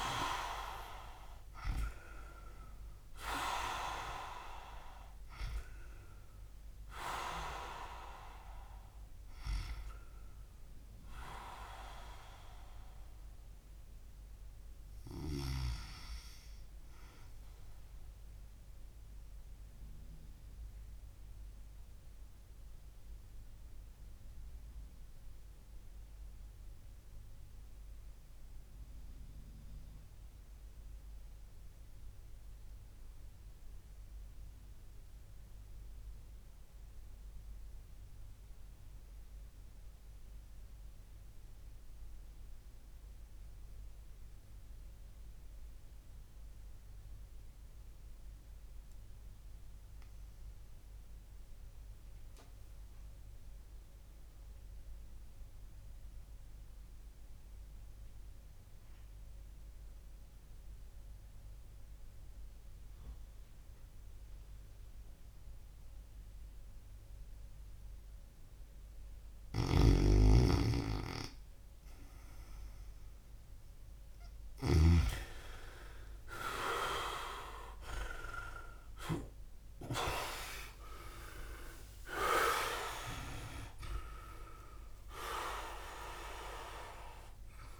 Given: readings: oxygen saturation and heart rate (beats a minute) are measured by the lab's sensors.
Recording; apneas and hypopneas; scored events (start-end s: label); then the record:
breathing in sleep by a room microphone; 1
19.50-69.50 s: obstructive apnea (oxygen 96% before, 93% lowest)
60.00-83.00 s: oxygen desaturation (device-marked, oxygen 98% before, 94% lowest)
69.00-74.50 s: snoring (device-marked)
80.50-85.00 s: arousal
From the record:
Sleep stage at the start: REM sleep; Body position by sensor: on the back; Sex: male